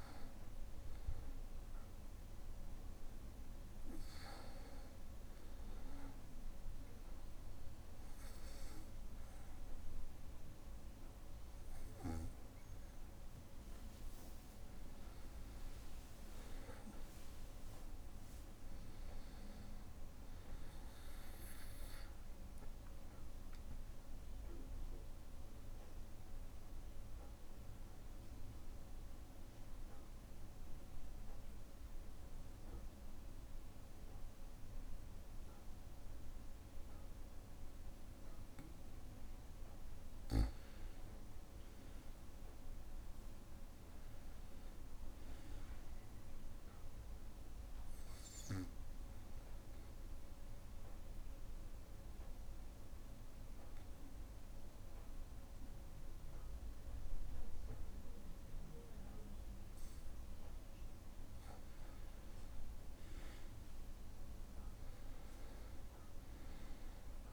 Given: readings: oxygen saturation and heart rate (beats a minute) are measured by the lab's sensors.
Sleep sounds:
breathing in sleep, hard to hear, by a room microphone; 3
0.00-7.00 s: oxygen desaturation (device-marked, oxygen 93% lowest, heart rate 62 extreme)
5.50-16.00 s: obstructive apnea (oxygen 97% before, 91% lowest, heart rate 63 before, 61 extreme, up 3 after)
20.50-26.00 s: arousal
29.00-40.00 s: obstructive apnea (oxygen 95% before, 91% lowest, heart rate 64 before, 61 extreme, up 2 after)
42.00-44.50 s: arousal
48.50-61.00 s: obstructive apnea (oxygen 97% before, 91% lowest, heart rate 62 before, 62 extreme, up 2 after)
50.00-59.00 s: oxygen desaturation (device-marked, oxygen 97% before, 92% lowest, heart rate 62 before, 62 extreme)
64.50-67.33 s: arousal
From the record:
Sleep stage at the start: N2 (light sleep); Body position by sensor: on the back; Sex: male

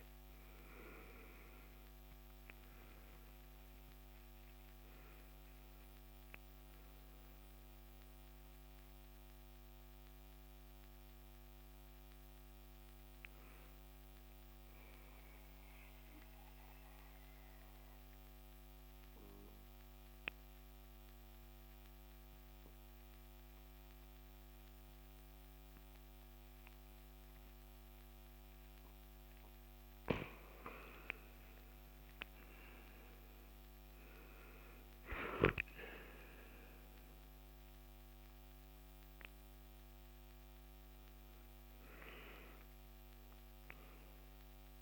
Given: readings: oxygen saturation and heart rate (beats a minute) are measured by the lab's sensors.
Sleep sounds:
breathing in sleep by a microphone on the trachea; 1
7.50-30.00 s: mixed apnea (oxygen 97% before, 90% lowest, heart rate 72 before, 66 extreme, up 4 after)
28.50-38.50 s: oxygen desaturation (device-marked, oxygen 96% before, 91% lowest, heart rate 70 before, 66 extreme)
32.00-36.50 s: arousal
From the record:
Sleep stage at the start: N2 (light sleep); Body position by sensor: on the back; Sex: male

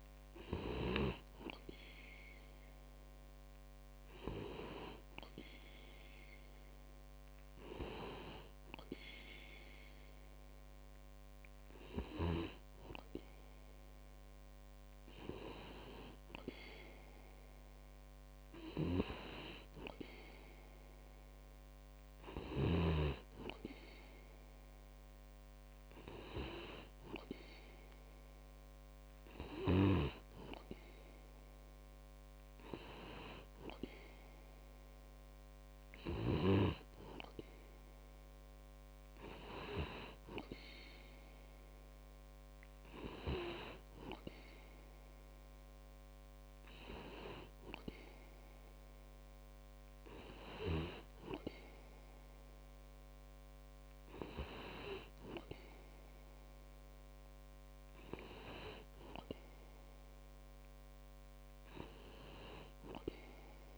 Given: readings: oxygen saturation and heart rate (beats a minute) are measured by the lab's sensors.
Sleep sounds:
breathing in sleep by a microphone on the trachea; none
none scored
From the record:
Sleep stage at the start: N2 (light sleep); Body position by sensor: on the back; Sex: male

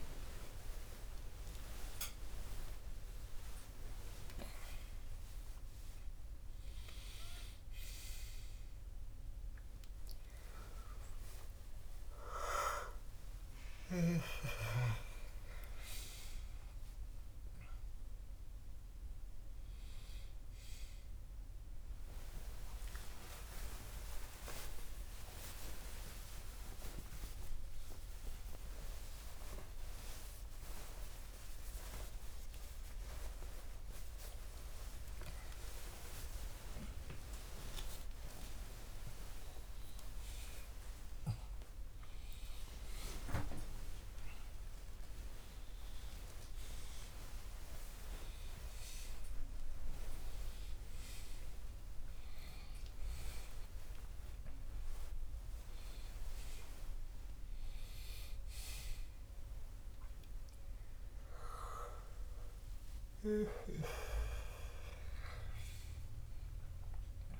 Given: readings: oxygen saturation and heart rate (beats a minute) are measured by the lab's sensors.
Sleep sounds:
a person awake in a sleep study, by a room microphone; none
none scored
From the record:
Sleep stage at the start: awake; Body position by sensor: on the back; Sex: male

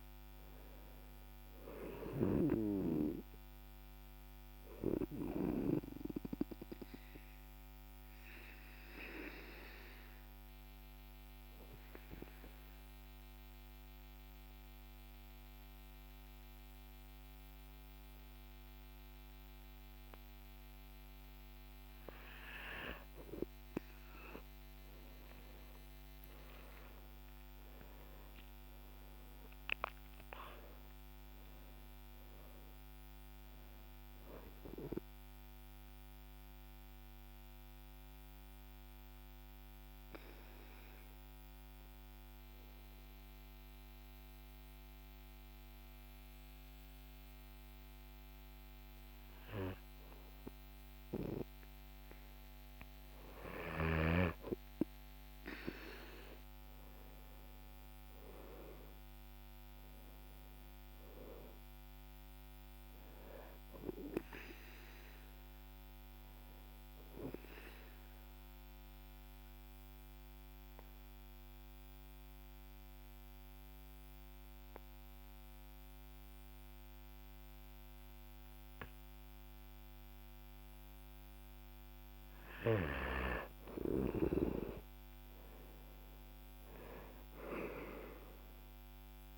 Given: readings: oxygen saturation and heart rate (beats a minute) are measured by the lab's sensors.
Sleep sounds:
breathing in sleep by a microphone on the trachea; 3
0.00-4.00 s: oxygen desaturation (device-marked, oxygen 94% lowest, heart rate 49 extreme)
2.00-5.50 s: snoring (device-marked)
6.50-21.50 s: mixed apnea (oxygen 97% before, 94% lowest, heart rate 53 before, 48 extreme, up 21 after)
25.50-29.50 s: arousal
35.50-52.50 s: mixed apnea (oxygen 97% before, 93% lowest, heart rate 58 before, 48 extreme, up 18 after)
50.00-59.00 s: oxygen desaturation (device-marked, oxygen 97% before, 94% lowest, heart rate 55 before, 48 extreme)
56.00-59.50 s: arousal
68.50-81.50 s: obstructive apnea (oxygen 97% before, 93% lowest, heart rate 56 before, 47 extreme, up 18 after)
80.00-86.00 s: oxygen desaturation (device-marked, oxygen 97% before, 93% lowest, heart rate 52 before, 47 extreme)
85.50-89.38 s: arousal
From the record:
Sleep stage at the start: N2 (light sleep); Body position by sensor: on the back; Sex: male

